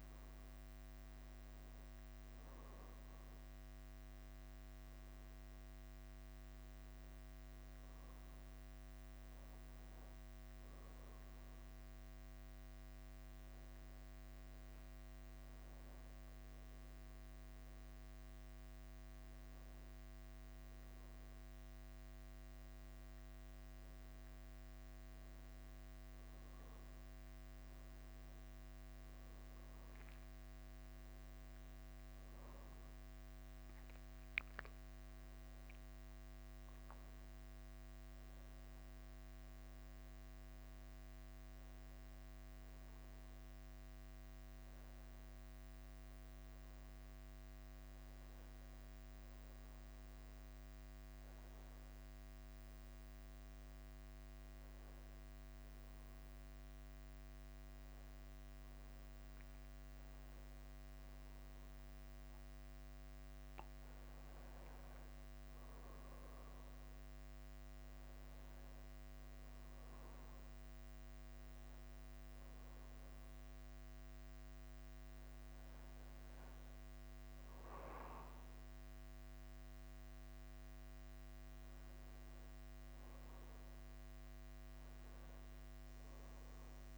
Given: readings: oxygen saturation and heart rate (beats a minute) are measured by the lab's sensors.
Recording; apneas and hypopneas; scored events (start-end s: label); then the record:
breathing in sleep, hard to hear, by a microphone on the trachea; none
0.00-86.98 s: bradycardia (device-marked, heart rate 45 extreme)
From the record:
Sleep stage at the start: N1 (lightest sleep); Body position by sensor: on the back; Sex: male